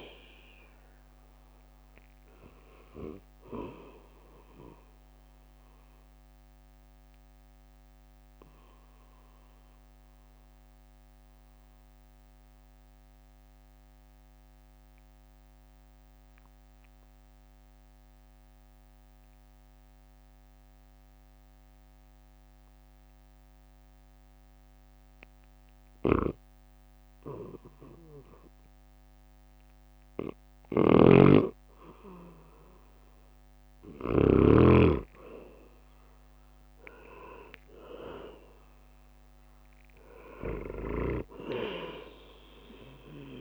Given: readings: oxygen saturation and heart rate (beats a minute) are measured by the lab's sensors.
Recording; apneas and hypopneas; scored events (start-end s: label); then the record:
breathing in sleep by a microphone on the trachea; 1
0.00-5.00 s: drop in pulse transit time (device-marked, heart rate 57 extreme)
0.00-30.00 s: oxygen desaturation (device-marked, oxygen 78% lowest, heart rate 52 extreme)
4.50-29.50 s: mixed apnea (oxygen 94% before, 78% lowest, heart rate 66 before, 53 extreme, up 7 after)
30.50-34.50 s: snoring (device-marked)
32.00-37.50 s: arousal
33.00-43.41 s: drop in pulse transit time (device-marked, heart rate 56 before, 53 extreme)
From the record:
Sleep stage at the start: N2 (light sleep); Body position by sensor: on the right side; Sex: male